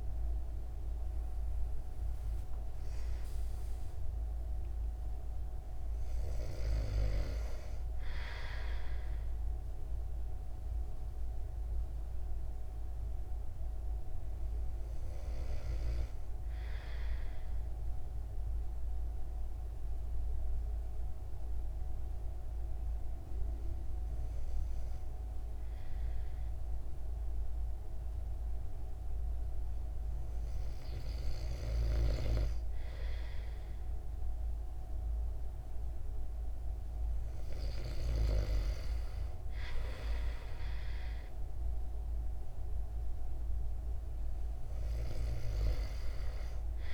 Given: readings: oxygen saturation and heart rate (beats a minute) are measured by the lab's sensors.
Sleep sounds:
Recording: breathing in sleep by a room microphone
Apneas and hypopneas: 1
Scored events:
15.00-36.00 s: hypopnea (oxygen 96% before, 95% lowest, heart rate 181 before, 148 extreme, up 19 after)
From the record:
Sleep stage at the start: N2 (light sleep)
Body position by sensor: on the back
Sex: male

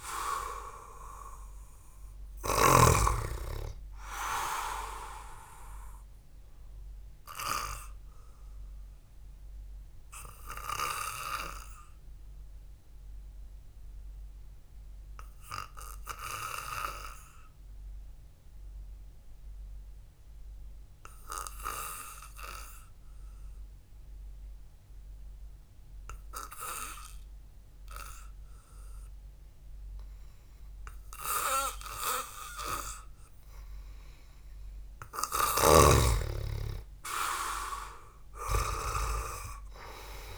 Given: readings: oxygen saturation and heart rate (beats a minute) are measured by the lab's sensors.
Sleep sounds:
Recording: breathing in sleep by a room microphone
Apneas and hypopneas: 1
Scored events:
0.00-3.00 s: snoring (device-marked)
1.50-5.50 s: arousal
12.00-33.00 s: obstructive apnea (oxygen 98% before, 92% lowest, heart rate 55 before, 54 extreme, up 2 after)
35.00-39.00 s: arousal
From the record:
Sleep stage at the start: N2 (light sleep)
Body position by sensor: on the back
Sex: male

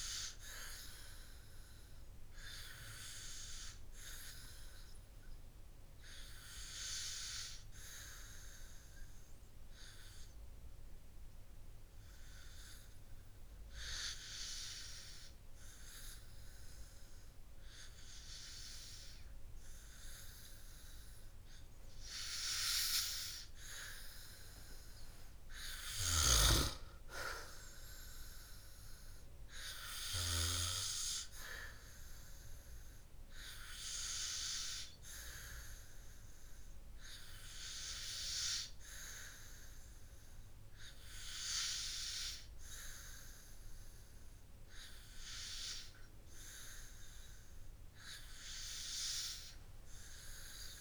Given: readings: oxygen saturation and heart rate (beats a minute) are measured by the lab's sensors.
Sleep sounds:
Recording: breathing in sleep by a room microphone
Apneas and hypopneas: 1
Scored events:
28.00-42.50 s: hypopnea (oxygen 98% before, 94% lowest, heart rate 55 before, 55 extreme, up 0 after)
47.50-50.81 s: arousal
From the record:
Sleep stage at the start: N2 (light sleep)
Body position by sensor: on the back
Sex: male

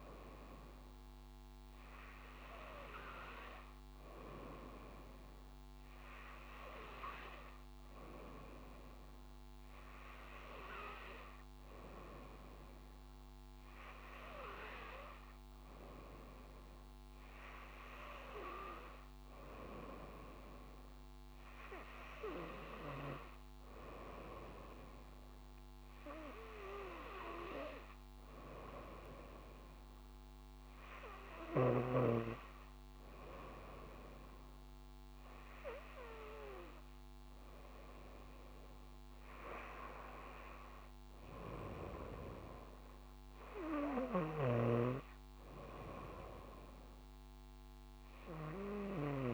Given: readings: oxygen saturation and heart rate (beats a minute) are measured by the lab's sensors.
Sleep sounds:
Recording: breathing in sleep by a microphone on the trachea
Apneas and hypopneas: none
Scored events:
39.00-43.50 s: arousal
From the record:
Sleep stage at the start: N2 (light sleep)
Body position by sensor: on the front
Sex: female

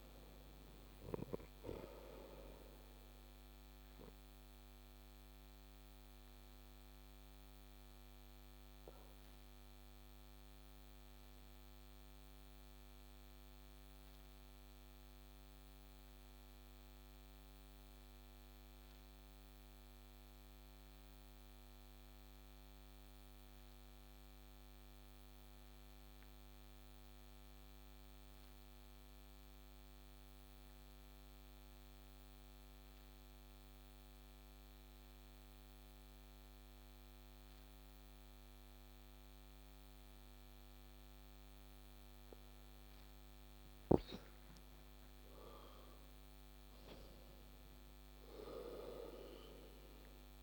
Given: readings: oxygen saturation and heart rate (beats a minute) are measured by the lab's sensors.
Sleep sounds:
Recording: breathing in sleep by a microphone on the trachea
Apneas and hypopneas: 1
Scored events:
4.50-42.50 s: obstructive apnea (oxygen 97% before, 91% lowest)
43.00-47.50 s: arousal
From the record:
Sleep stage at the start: N2 (light sleep)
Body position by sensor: on the back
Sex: male

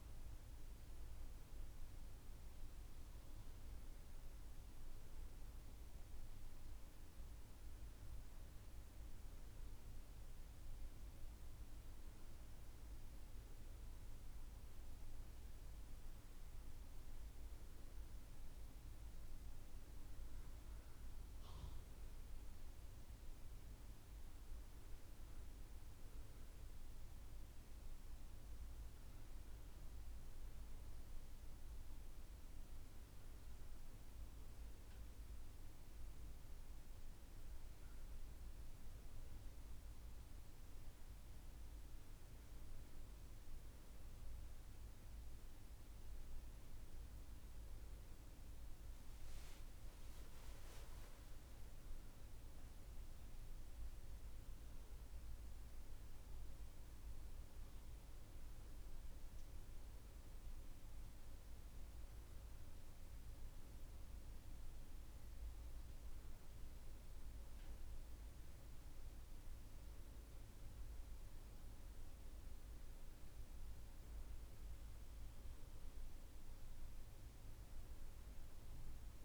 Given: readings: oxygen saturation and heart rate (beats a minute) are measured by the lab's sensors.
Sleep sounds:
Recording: breathing in sleep, hard to hear, by a room microphone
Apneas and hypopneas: none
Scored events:
none scored
From the record:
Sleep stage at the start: N1 (lightest sleep)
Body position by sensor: on the back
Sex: female

